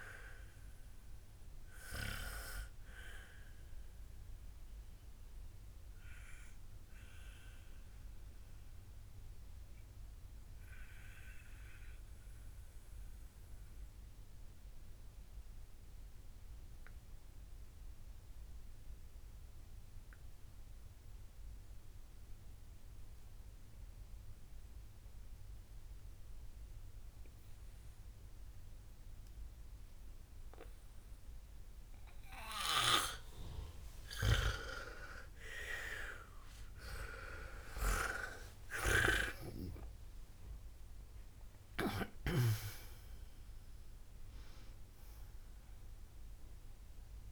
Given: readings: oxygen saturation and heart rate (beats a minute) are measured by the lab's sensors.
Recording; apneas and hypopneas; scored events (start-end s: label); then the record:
breathing in sleep by a room microphone; 1
0.00-17.00 s: oxygen desaturation (device-marked, oxygen 89% lowest, heart rate 48 extreme)
4.50-34.00 s: obstructive apnea (oxygen 98% before, 89% lowest, heart rate 86 before, 48 extreme, up 42 after)
34.00-47.32 s: oxygen desaturation (device-marked, oxygen 98% before, 89% lowest, heart rate 52 before, 50 extreme)
37.50-44.00 s: arousal
40.00-43.50 s: snoring (device-marked)
From the record:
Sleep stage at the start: N2 (light sleep); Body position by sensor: on the back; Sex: female